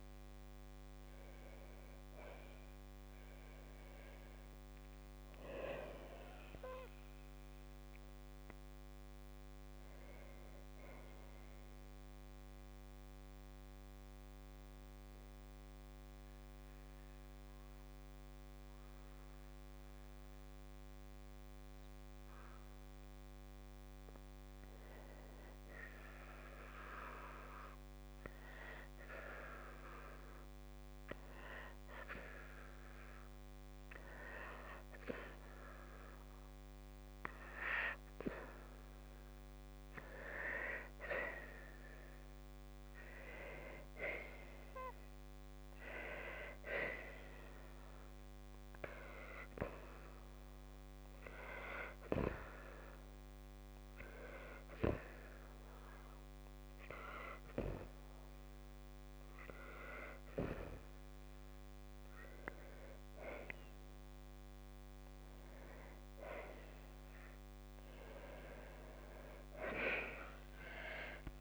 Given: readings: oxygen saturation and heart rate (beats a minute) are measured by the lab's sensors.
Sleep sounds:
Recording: breathing in sleep by a microphone on the trachea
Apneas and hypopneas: 1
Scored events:
11.00-14.00 s: arousal
15.00-30.00 s: oxygen desaturation (device-marked, oxygen 98% before, 94% lowest, heart rate 62 before, 57 extreme)
17.50-42.50 s: hypopnea (oxygen 98% before, 93% lowest, heart rate 60 before, 58 extreme, up 2 after)
46.00-68.00 s: oxygen desaturation (device-marked, oxygen 99% before, 93% lowest, heart rate 60 before, 60 extreme)
59.00-71.41 s: new sleep stage, awake
From the record:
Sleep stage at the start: N2 (light sleep)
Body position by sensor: on the right side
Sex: female

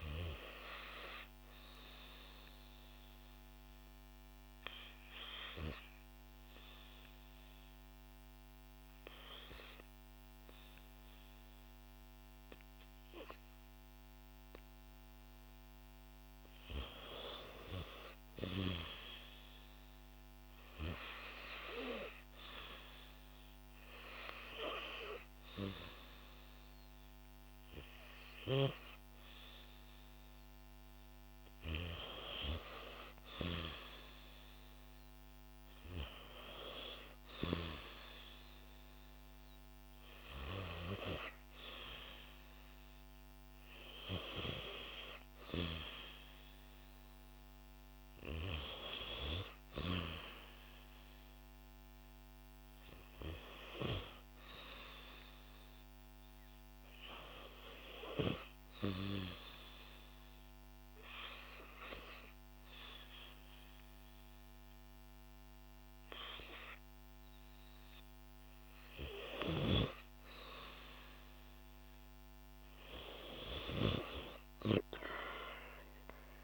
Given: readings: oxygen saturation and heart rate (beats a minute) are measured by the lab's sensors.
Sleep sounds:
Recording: breathing in sleep by a microphone on the trachea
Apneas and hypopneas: 2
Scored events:
1.00-15.00 s: obstructive apnea (oxygen 94% before, 89% lowest, heart rate 65 before, 63 extreme, up 1 after)
17.50-21.00 s: arousal
19.00-34.00 s: oxygen desaturation (device-marked, oxygen 93% before, 89% lowest, heart rate 65 before, 65 extreme)
58.50-69.00 s: hypopnea (oxygen 93% before, 91% lowest, heart rate 68 before, 63 extreme, up 0 after)
73.50-76.44 s: arousal
From the record:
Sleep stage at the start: REM sleep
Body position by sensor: on the back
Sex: female

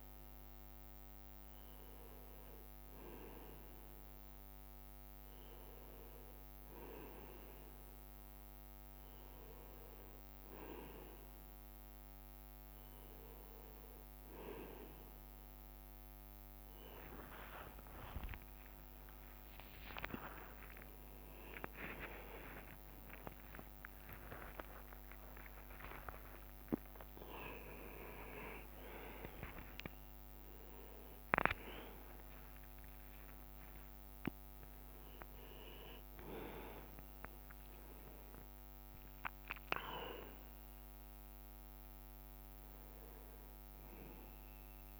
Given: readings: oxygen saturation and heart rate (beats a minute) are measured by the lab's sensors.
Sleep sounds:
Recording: a person awake in a sleep study, by a microphone on the trachea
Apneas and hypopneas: none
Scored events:
0.00-2.00 s: bradycardia (device-marked)
13.00-23.00 s: drop in pulse transit time (device-marked, heart rate 65 before, 66 extreme)
18.00-20.00 s: long interval between heartbeats (device-marked, heart rate 56 before, 92 extreme)
21.00-45.00 s: bradycardia (device-marked)
28.00 s: drop in pulse transit time (device-marked)
31.00-32.00 s: drop in pulse transit time (device-marked)
32.50-34.50 s: long interval between heartbeats (device-marked)
34.00-38.00 s: drop in pulse transit time (device-marked)
From the record:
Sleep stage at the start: awake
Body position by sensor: on the right side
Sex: male

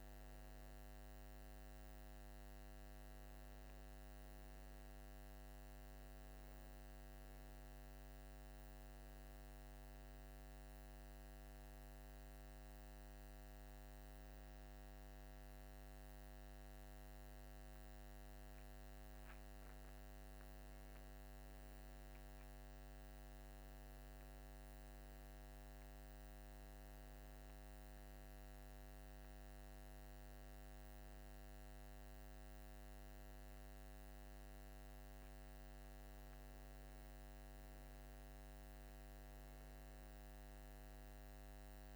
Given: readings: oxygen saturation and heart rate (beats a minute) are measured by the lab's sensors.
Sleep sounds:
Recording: breathing in sleep, hard to hear, by a microphone on the trachea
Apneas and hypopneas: none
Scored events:
none scored
From the record:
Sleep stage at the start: N2 (light sleep)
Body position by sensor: on the right side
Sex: male

